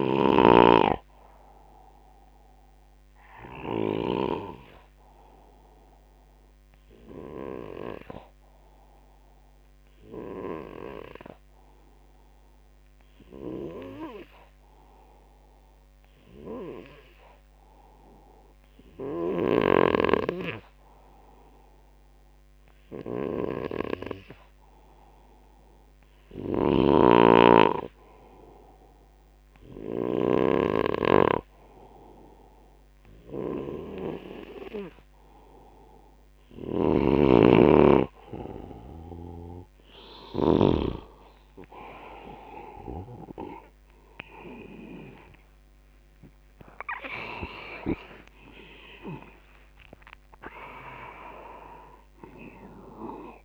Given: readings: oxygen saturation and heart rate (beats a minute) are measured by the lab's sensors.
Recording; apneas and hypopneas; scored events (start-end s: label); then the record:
a person partly awake in a sleep study, by a microphone on the trachea; 1
0.00-4.00 s: snoring (device-marked)
0.00-11.00 s: oxygen desaturation (device-marked, oxygen 89% lowest, heart rate 69 extreme)
3.50-21.00 s: obstructive apnea (oxygen 96% before, 89% lowest, heart rate 83 before, 69 extreme, up 4 after)
19.00-30.50 s: snoring (device-marked)
35.00-52.00 s: oxygen desaturation (device-marked, oxygen 98% before, 94% lowest, heart rate 75 before, 75 extreme)
36.50-40.50 s: snoring (device-marked)
37.00-53.45 s: new sleep stage, awake
49.00-52.00 s: tachycardia (device-marked, heart rate 81 before, 100 extreme)
From the record:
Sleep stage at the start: N2 (light sleep); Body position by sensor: on the back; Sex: male